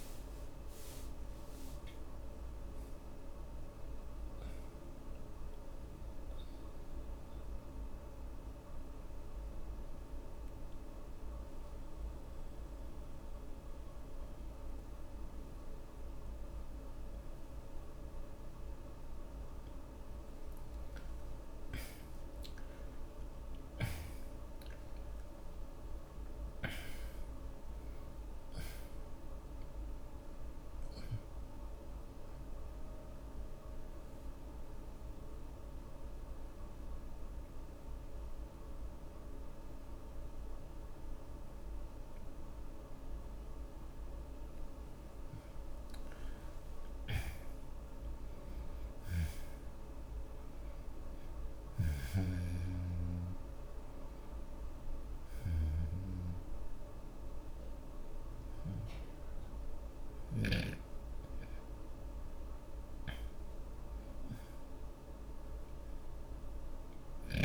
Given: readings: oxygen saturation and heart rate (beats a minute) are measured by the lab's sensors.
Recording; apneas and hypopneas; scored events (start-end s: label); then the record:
breathing in sleep, hard to hear, by a room microphone; 2
0.00-2.00 s: arousal
7.00-19.50 s: mixed apnea (oxygen 95% before, 77% lowest)
22.00-26.50 s: arousal
25.50-44.50 s: oxygen desaturation (device-marked, oxygen 97% before, 78% lowest)
32.00-43.50 s: obstructive apnea (oxygen 97% before, 77% lowest)
45.00-48.50 s: arousal
52.00-61.00 s: snoring (device-marked)
59.50-67.44 s: oxygen desaturation (device-marked, oxygen 94% before, 77% lowest)
From the record:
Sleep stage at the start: N2 (light sleep); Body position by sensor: on the back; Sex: male